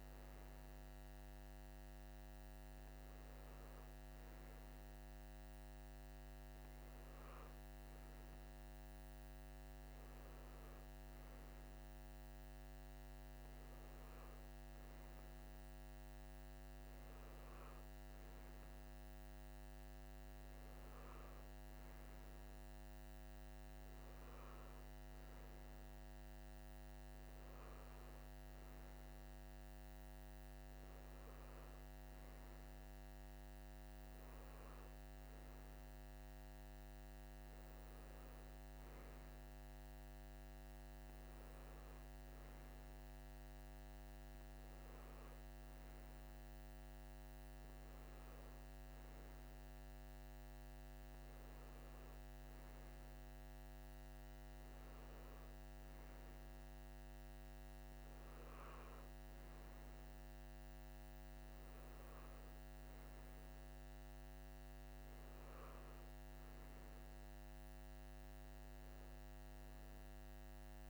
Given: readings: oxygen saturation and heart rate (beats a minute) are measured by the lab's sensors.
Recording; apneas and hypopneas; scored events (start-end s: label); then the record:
breathing in sleep, hard to hear, by a microphone on the trachea; none
none scored
From the record:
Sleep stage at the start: N3 (deep sleep); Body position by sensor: on the right side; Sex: male